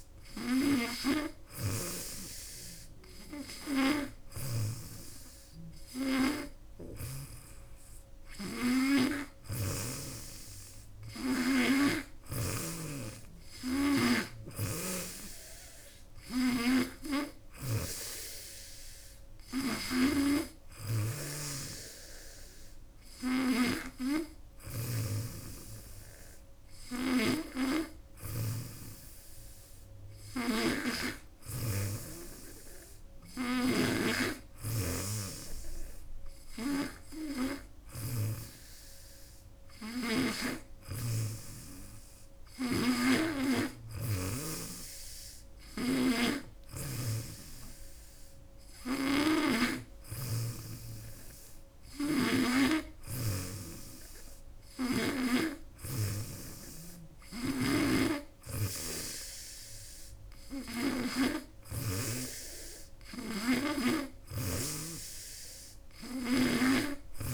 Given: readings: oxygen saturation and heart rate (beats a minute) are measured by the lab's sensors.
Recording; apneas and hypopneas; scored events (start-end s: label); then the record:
breathing in sleep by a room microphone; none
0.00-4.50 s: snoring (device-marked)
14.00-17.50 s: snoring (device-marked)
19.50-24.50 s: snoring (device-marked)
26.50-44.00 s: snoring (device-marked)
48.50-55.00 s: snoring (device-marked)
57.00-67.34 s: snoring (device-marked)
From the record:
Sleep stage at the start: N2 (light sleep); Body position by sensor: on the back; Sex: female